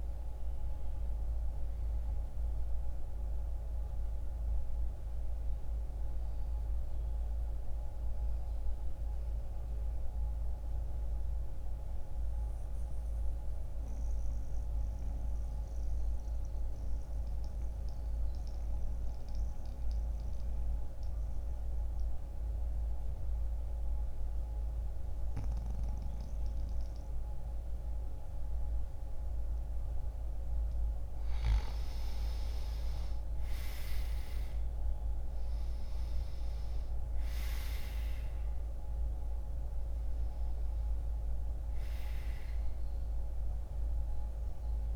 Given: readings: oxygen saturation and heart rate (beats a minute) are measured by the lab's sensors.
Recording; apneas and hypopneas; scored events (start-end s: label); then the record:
breathing in sleep, hard to hear, by a room microphone; 1
0.00-16.00 s: oxygen desaturation (device-marked, oxygen 86% lowest, heart rate 63 extreme)
7.00-30.00 s: mixed apnea (oxygen 94% before, 86% lowest, heart rate 65 before, 61 extreme, up 0 after)
31.50-36.00 s: arousal
32.00-44.96 s: oxygen desaturation (device-marked, oxygen 98% before, 86% lowest, heart rate 65 before, 61 extreme)
From the record:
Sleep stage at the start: N2 (light sleep); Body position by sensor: on the back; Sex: male